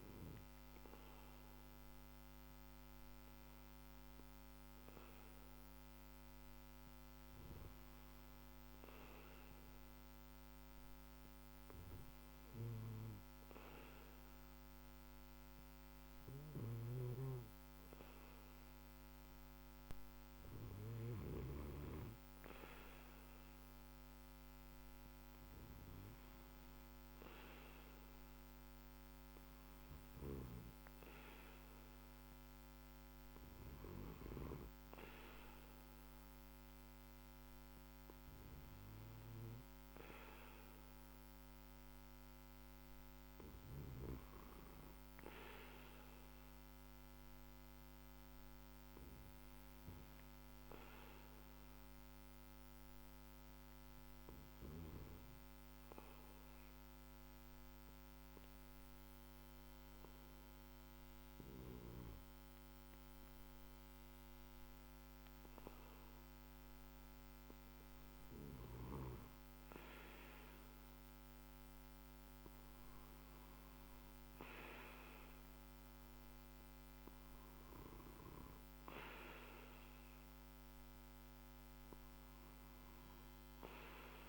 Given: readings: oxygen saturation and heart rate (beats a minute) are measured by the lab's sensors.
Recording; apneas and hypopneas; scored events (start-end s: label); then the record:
breathing in sleep by a microphone on the trachea; 2
8.50-22.00 s: hypopnea (oxygen 97% before, 94% lowest, heart rate 54 before, 55 extreme, up 2 after)
50.50-65.00 s: hypopnea (oxygen 95% before, 95% lowest, heart rate 56 before, 50 extreme, up 2 after)
67.00-71.50 s: arousal
From the record:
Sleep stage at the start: REM sleep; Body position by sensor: on the back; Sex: male